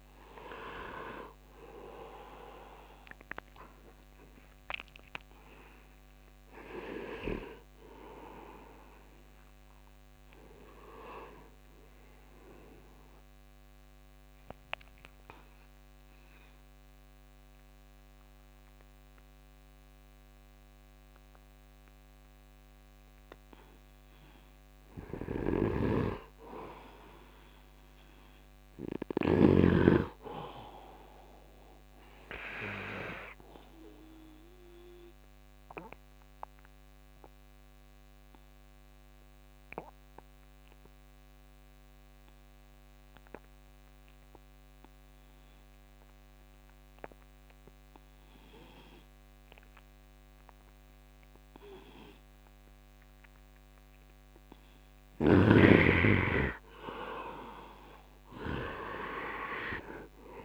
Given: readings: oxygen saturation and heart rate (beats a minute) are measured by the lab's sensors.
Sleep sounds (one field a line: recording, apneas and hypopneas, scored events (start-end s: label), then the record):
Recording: breathing in sleep by a microphone on the trachea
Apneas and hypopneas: 2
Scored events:
0.00-21.50 s: oxygen desaturation (device-marked, oxygen 77% lowest, heart rate 74 extreme)
14.00-24.50 s: mixed apnea (oxygen 99% before, 77% lowest, heart rate 84 before, 74 extreme, up 4 after)
25.00-29.50 s: snoring (device-marked)
26.00-29.00 s: arousal
34.00-53.50 s: obstructive apnea (oxygen 100% before, 78% lowest, heart rate 81 before, 70 extreme, up 6 after)
37.50-48.50 s: oxygen desaturation (device-marked, oxygen 99% before, 91% lowest, heart rate 78 before, 70 extreme)
50.50-60.44 s: oxygen desaturation (device-marked, oxygen 96% before, 78% lowest, heart rate 77 before, 70 extreme)
55.50-59.50 s: arousal
From the record:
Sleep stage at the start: N2 (light sleep)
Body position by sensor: on the right side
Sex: male